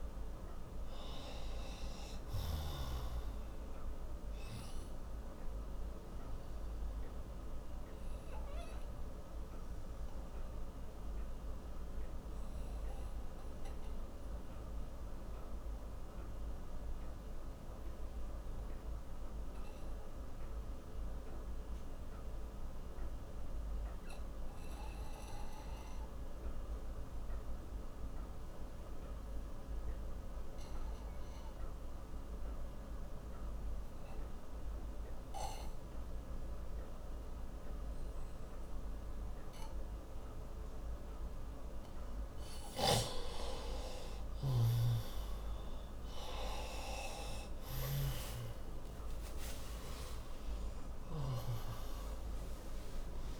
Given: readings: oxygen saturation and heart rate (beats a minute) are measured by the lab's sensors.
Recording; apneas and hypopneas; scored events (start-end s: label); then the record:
breathing in sleep by a room microphone; 1
0.00-3.00 s: snoring (device-marked)
0.00-28.50 s: oxygen desaturation (device-marked, oxygen 89% lowest, heart rate 57 extreme)
6.00-43.00 s: obstructive apnea (oxygen 98% before, 88% lowest, heart rate 71 before, 57 extreme, up 14 after)
46.00-51.00 s: arousal
From the record:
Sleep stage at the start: N2 (light sleep); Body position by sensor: on the right side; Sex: male